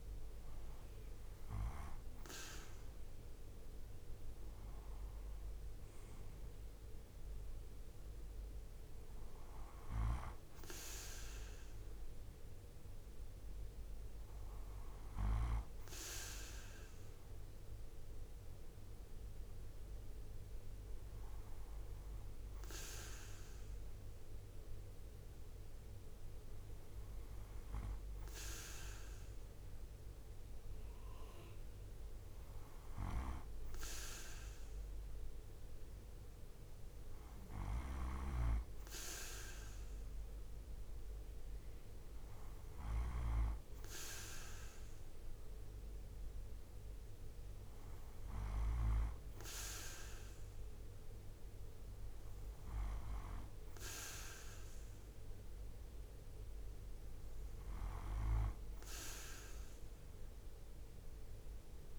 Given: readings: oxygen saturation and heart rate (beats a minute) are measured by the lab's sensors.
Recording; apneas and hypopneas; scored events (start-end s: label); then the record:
breathing in sleep by a room microphone; none
none scored
From the record:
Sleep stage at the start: N2 (light sleep); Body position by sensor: on the right side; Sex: male